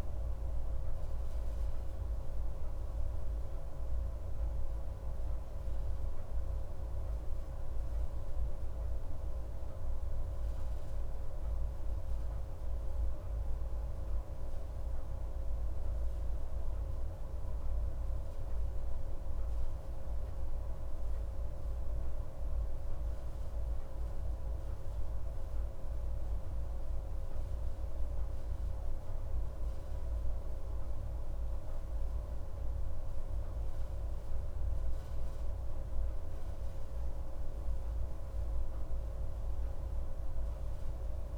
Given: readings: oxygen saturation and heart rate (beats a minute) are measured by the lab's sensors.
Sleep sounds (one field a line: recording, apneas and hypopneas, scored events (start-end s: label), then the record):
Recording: breathing in sleep, hard to hear, by a room microphone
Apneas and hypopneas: none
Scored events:
none scored
From the record:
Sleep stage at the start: N2 (light sleep)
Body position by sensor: on the right side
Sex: male